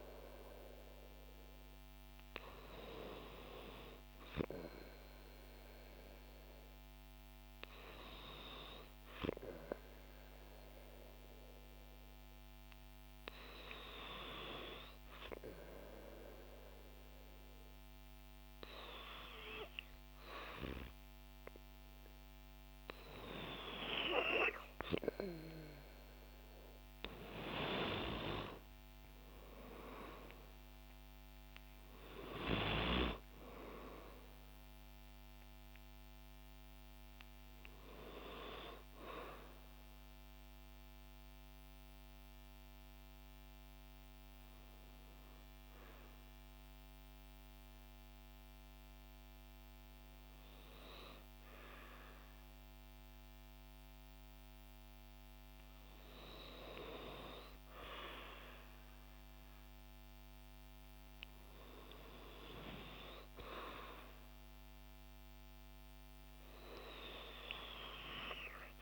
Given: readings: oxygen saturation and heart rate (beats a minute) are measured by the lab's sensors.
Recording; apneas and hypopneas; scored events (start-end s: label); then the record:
breathing in sleep by a microphone on the trachea; 1
8.00-23.00 s: obstructive apnea (oxygen 96% before, 90% lowest, heart rate 56 before, 55 extreme, up 7 after)
18.50-36.50 s: oxygen desaturation (device-marked, oxygen 95% before, 91% lowest, heart rate 57 before, 55 extreme)
26.50-30.50 s: arousal
38.50-50.50 s: oxygen desaturation (device-marked, oxygen 93% before, 90% lowest, heart rate 60 before, 55 extreme)
53.00-57.50 s: arousal
From the record:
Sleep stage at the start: N2 (light sleep); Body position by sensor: on the back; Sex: female